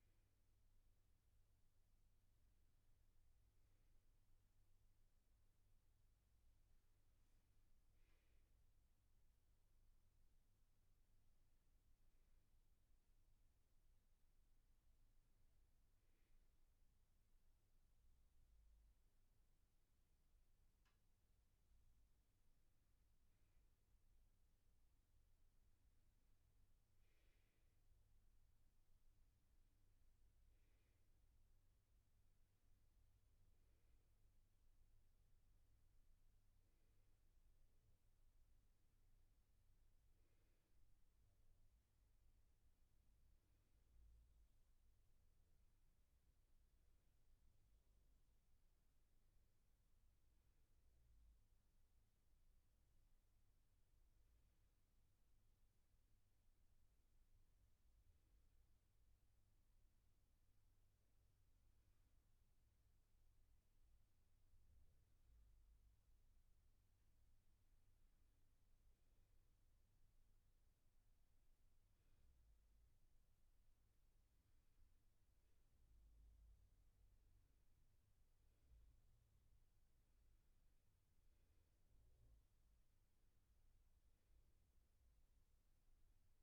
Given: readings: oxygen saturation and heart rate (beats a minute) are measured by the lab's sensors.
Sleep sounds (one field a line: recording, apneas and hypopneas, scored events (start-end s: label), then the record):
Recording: breathing in sleep, hard to hear, by a room microphone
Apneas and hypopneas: none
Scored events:
72.00-86.43 s: new sleep stage, N2 (light sleep)
From the record:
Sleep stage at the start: N1 (lightest sleep)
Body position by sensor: on the back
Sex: male